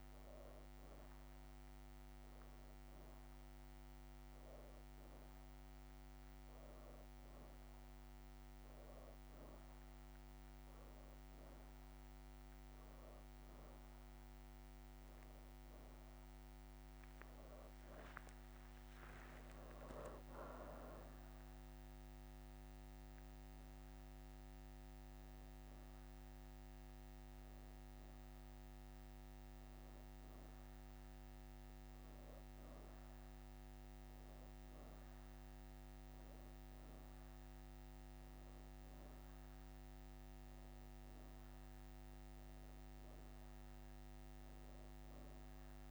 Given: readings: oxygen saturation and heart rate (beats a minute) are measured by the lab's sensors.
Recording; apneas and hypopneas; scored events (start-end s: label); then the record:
breathing in sleep, hard to hear, by a microphone on the trachea; none
9.50-14.00 s: leg movement (device-marked)
14.50-45.91 s: new sleep stage, N1 (lightest sleep)
17.00-26.00 s: leg movement (device-marked)
From the record:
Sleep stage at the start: N2 (light sleep); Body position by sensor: on the back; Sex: female